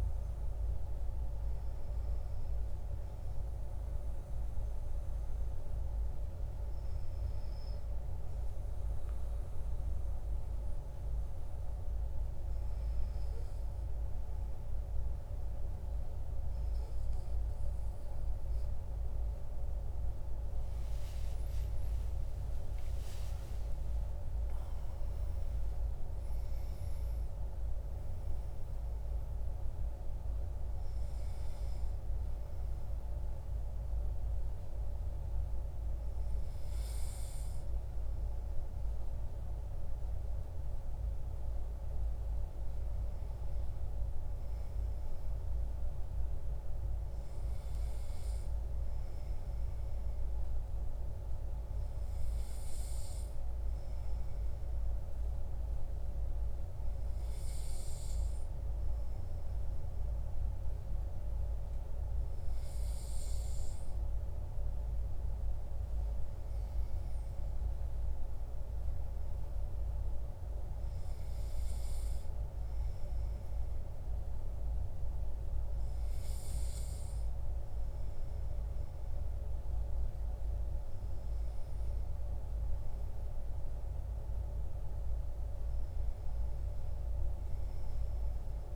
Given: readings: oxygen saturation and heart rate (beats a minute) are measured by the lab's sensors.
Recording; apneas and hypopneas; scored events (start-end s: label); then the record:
breathing in sleep, hard to hear, by a room microphone; 1
8.50-19.00 s: hypopnea (oxygen 97% before, 95% lowest, heart rate 62 before, 55 extreme, up 43 after)
20.00-24.00 s: arousal
From the record:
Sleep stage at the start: N2 (light sleep); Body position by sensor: on the back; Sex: male